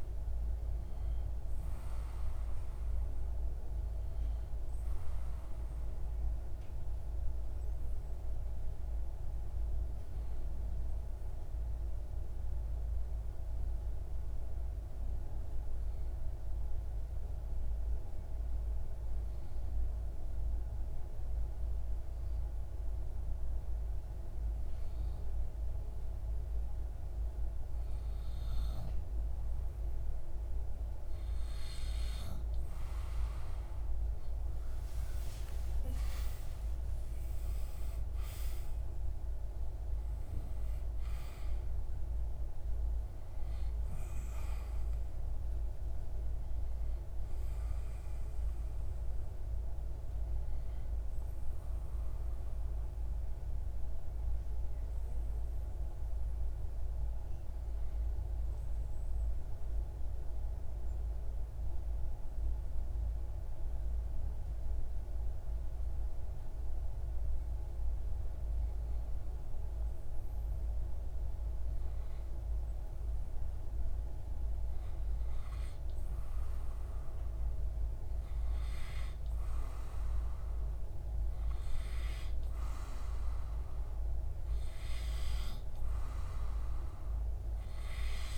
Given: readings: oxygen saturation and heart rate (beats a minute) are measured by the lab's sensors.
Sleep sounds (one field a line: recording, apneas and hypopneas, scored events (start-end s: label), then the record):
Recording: breathing in sleep, hard to hear, by a room microphone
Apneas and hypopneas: 2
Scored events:
0.00-14.00 s: oxygen desaturation (device-marked, oxygen 93% lowest)
6.00-29.00 s: obstructive apnea (oxygen 97% before, 92% lowest)
31.00-63.00 s: oxygen desaturation (device-marked, oxygen 97% before, 92% lowest)
32.00-36.00 s: arousal
51.50-72.50 s: obstructive apnea (oxygen 97% before, 93% lowest)
74.50-78.00 s: arousal
From the record:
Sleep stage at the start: N2 (light sleep)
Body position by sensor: on the back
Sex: male